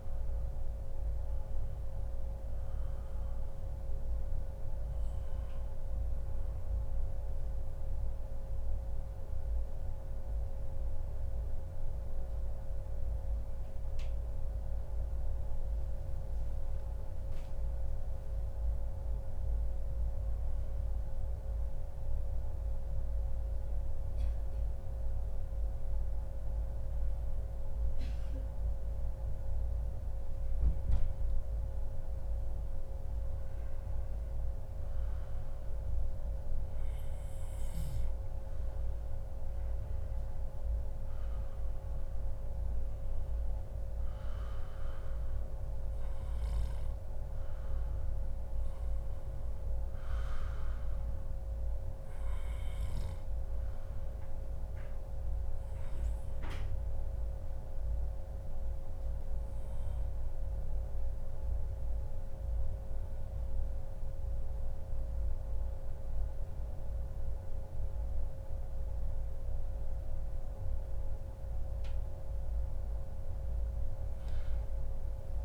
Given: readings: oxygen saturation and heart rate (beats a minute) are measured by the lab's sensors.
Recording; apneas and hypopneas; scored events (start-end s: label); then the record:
breathing in sleep, hard to hear, by a room microphone; 2
0.00-18.50 s: oxygen desaturation (device-marked, oxygen 91% lowest, heart rate 142 extreme)
5.50-34.00 s: mixed apnea (oxygen 97% before, 92% lowest, heart rate 143 before, 142 extreme, up 0 after)
37.00-41.50 s: arousal
41.50-63.50 s: oxygen desaturation (device-marked, oxygen 97% before, 93% lowest, heart rate 144 before, 114 extreme)
58.00-71.00 s: obstructive apnea (oxygen 97% before, 91% lowest, heart rate 143 before, 114 extreme, up 0 after)
73.00-75.45 s: arousal
From the record:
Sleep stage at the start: N2 (light sleep); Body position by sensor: on the back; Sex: male